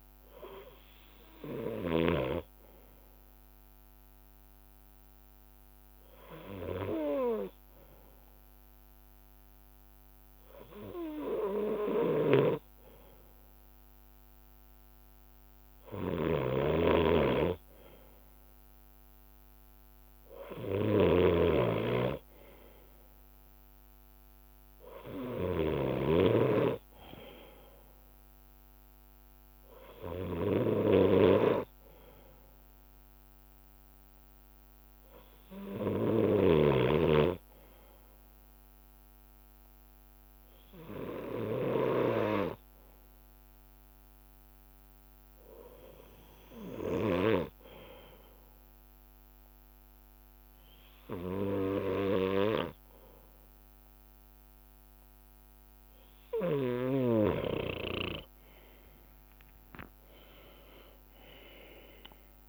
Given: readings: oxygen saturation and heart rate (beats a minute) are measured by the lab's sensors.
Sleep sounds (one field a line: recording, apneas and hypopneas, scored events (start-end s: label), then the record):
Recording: breathing in sleep by a microphone on the trachea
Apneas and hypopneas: 1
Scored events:
0.00-5.50 s: leg movement (device-marked)
0.00-58.50 s: bradycardia (device-marked, heart rate 36 extreme)
9.50-47.50 s: drop in pulse transit time (device-marked, heart rate 56 before, 36 extreme)
16.00-26.00 s: snoring (device-marked)
25.50-27.50 s: long interval between heartbeats (device-marked, heart rate 55 before, 56 extreme)
30.00-32.00 s: long interval between heartbeats (device-marked, heart rate 55 before, 46 extreme)
43.00-55.00 s: hypopnea (oxygen 98% before, 96% lowest, heart rate 49 before, 35 extreme, up 9 after)
44.50-54.50 s: leg movement (device-marked)
57.50-62.00 s: arousal
58.50-62.49 s: leg movement (device-marked)
60.50-62.49 s: drop in pulse transit time (device-marked, heart rate 55 before, 59 extreme)
From the record:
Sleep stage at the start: N2 (light sleep)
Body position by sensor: on the left side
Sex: male